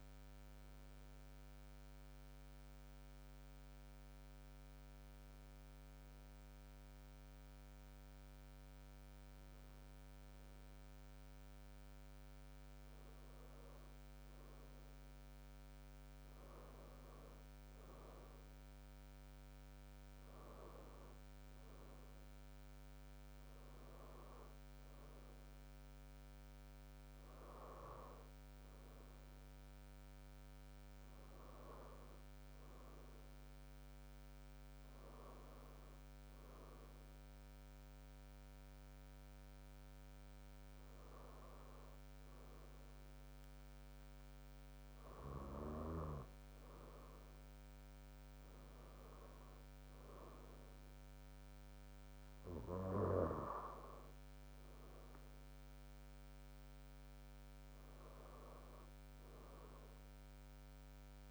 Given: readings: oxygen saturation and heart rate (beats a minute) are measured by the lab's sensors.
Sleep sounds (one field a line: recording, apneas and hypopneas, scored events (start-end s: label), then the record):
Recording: breathing in sleep by a microphone on the trachea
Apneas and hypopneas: none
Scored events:
3.00-12.00 s: bradycardia (device-marked, heart rate 84 before, 56 extreme)
From the record:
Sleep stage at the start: N2 (light sleep)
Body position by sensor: on the front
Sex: female